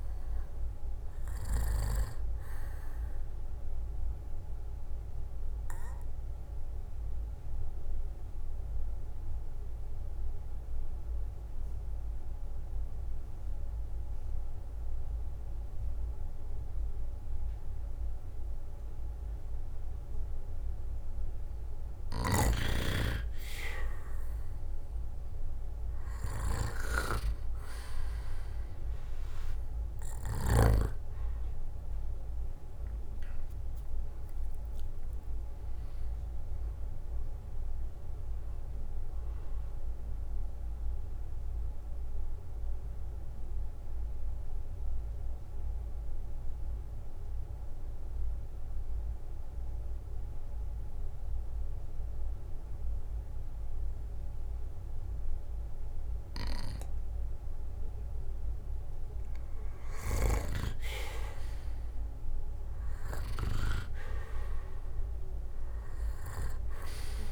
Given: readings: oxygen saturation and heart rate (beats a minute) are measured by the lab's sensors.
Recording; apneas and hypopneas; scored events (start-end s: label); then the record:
breathing in sleep by a room microphone; 2
0.00-15.00 s: oxygen desaturation (device-marked, oxygen 90% lowest, heart rate 55 extreme)
5.50-21.50 s: obstructive apnea (oxygen 98% before, 89% lowest, heart rate 65 before, 55 extreme, up 15 after)
24.00-46.00 s: oxygen desaturation (device-marked, oxygen 97% before, 89% lowest, heart rate 59 before, 57 extreme)
29.00-43.00 s: drop in pulse transit time (device-marked, heart rate 60 before, 63 extreme)
32.50-36.50 s: arousal
40.00-59.50 s: mixed apnea (oxygen 97% before, 89% lowest, heart rate 69 before, 55 extreme, up 12 after)
60.00-67.32 s: oxygen desaturation (device-marked, oxygen 97% before, 89% lowest, heart rate 61 before, 55 extreme)
62.50-66.50 s: arousal
From the record:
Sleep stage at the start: N2 (light sleep); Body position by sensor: on the back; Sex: male